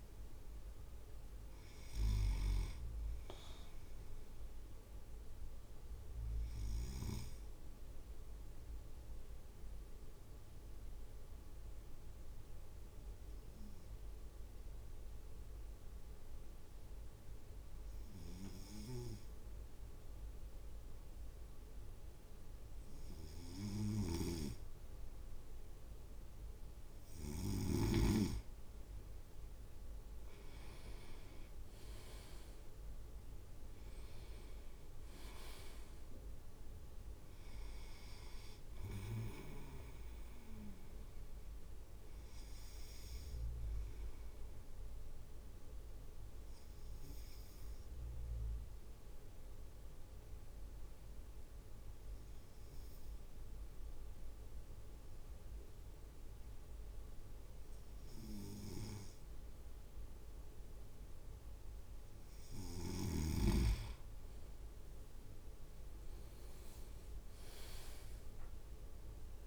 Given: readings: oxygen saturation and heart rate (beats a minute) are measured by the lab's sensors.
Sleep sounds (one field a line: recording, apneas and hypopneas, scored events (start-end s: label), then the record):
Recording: breathing in sleep by a room microphone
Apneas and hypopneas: 2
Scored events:
7.50-25.00 s: obstructive apnea (oxygen 98% before, 97% lowest)
24.00-27.50 s: snoring (device-marked)
29.50-31.50 s: leg movement (device-marked)
30.00-33.50 s: arousal
44.50-62.00 s: obstructive apnea (oxygen 99% before, 97% lowest)
64.50-69.47 s: leg movement (device-marked)
65.50-68.50 s: arousal
From the record:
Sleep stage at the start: N2 (light sleep)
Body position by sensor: on the right side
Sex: male